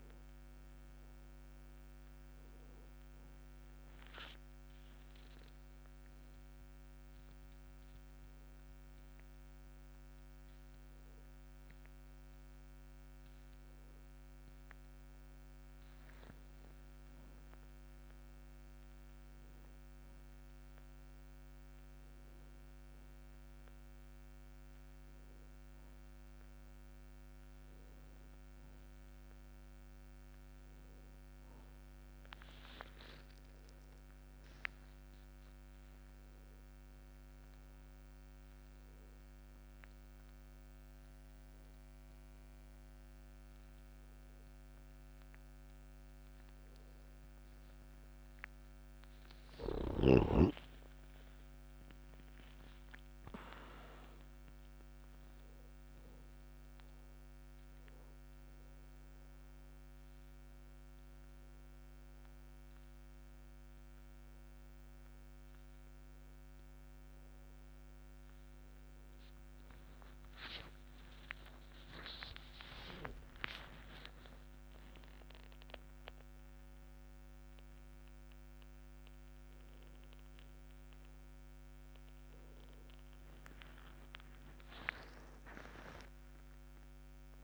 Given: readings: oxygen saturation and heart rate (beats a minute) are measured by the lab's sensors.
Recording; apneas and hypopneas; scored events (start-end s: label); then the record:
a person awake in a sleep study, by a microphone on the trachea; none
none scored
From the record:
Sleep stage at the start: awake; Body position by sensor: on the back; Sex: male